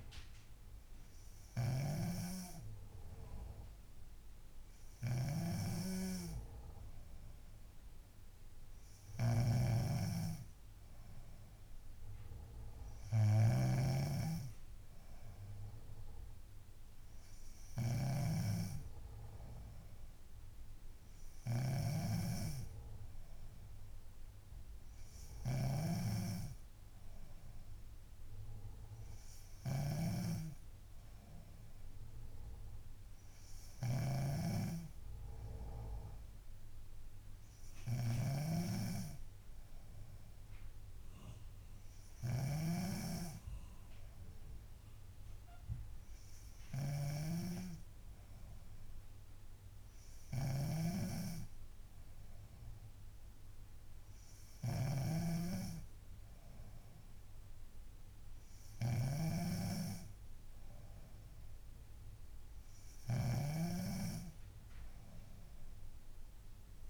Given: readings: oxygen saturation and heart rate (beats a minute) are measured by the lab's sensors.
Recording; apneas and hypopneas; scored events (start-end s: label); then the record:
breathing in sleep by a room microphone; none
5.50-18.50 s: snoring (device-marked)
34.00-66.89 s: snoring (device-marked)
From the record:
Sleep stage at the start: N3 (deep sleep); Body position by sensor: on the back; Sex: female